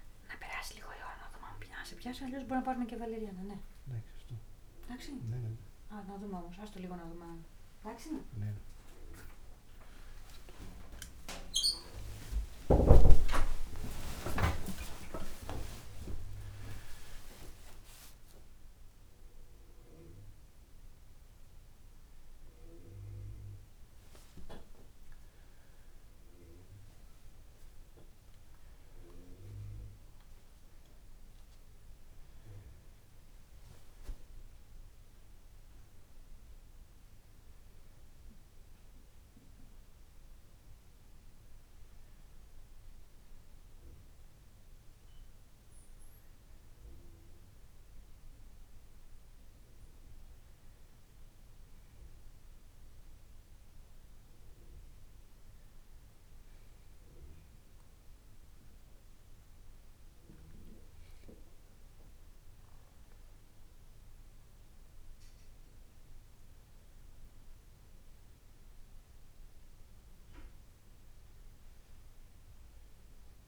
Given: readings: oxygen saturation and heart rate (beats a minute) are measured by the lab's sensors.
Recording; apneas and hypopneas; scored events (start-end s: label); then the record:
a person partly awake in a sleep study, by a room microphone; none
32.00-73.48 s: new sleep stage, N2 (light sleep)
From the record:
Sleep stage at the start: awake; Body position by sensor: on the back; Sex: male